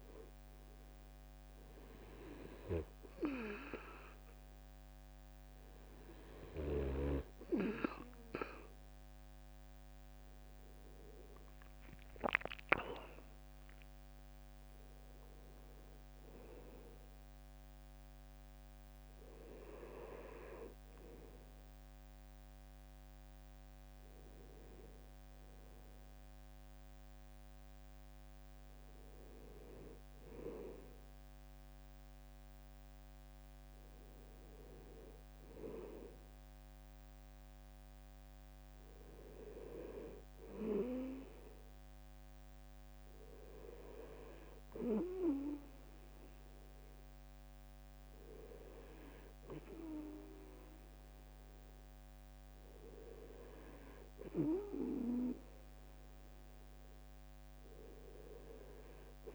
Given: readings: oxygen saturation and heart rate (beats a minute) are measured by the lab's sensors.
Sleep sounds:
breathing in sleep by a microphone on the trachea; none
11.50-15.00 s: arousal
12.00-29.00 s: drop in pulse transit time (device-marked, heart rate 75 before, 68 extreme)
From the record:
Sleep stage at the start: N2 (light sleep); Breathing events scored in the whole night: 77 in 4.9 hours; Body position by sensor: on the back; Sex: male

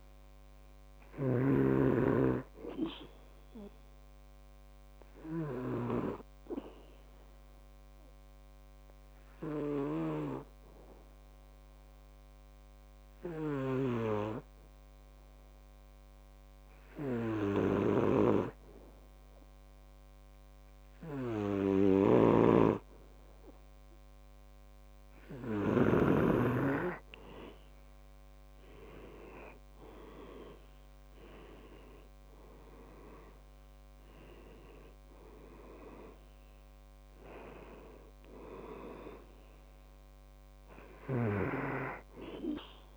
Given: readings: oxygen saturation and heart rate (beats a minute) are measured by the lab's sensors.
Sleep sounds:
breathing in sleep by a microphone on the trachea; 1
0.00-22.50 s: oxygen desaturation (device-marked, oxygen 93% lowest, heart rate 66 extreme)
1.00-6.00 s: snoring (device-marked)
5.50-24.50 s: obstructive apnea (oxygen 98% before, 92% lowest, heart rate 70 before, 66 extreme, up 7 after)
18.00-26.50 s: snoring (device-marked)
26.50-31.50 s: arousal
34.50-42.96 s: oxygen desaturation (device-marked, oxygen 98% before, 92% lowest, heart rate 68 before, 67 extreme)
41.00-42.96 s: snoring (device-marked)
From the record:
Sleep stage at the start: N2 (light sleep); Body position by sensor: on the back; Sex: male

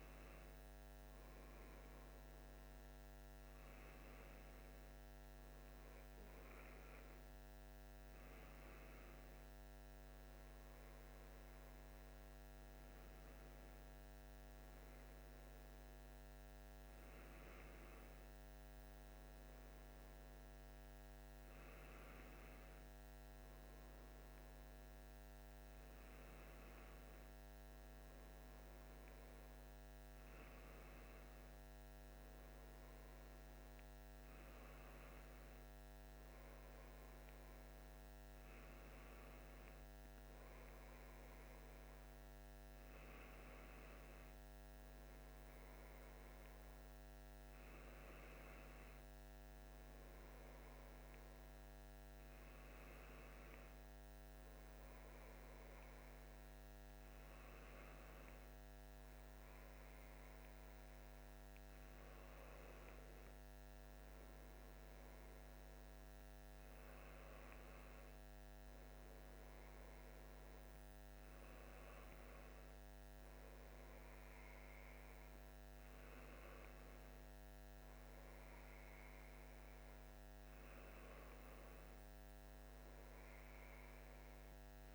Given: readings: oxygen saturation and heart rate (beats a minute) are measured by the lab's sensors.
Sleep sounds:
breathing in sleep, hard to hear, by a microphone on the trachea; none
none scored
From the record:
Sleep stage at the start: N1 (lightest sleep); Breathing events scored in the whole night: 186 in 5.5 hours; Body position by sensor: on the left side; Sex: male

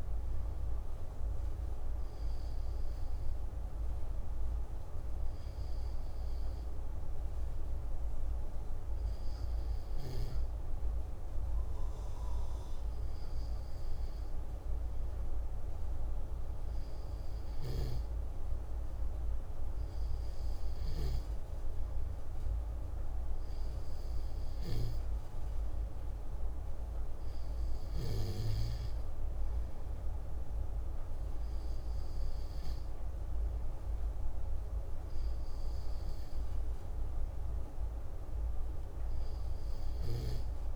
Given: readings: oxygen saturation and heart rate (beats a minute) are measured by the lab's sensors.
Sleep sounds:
breathing in sleep, hard to hear, by a room microphone; none
none scored
From the record:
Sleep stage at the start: N2 (light sleep); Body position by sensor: on the back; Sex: male

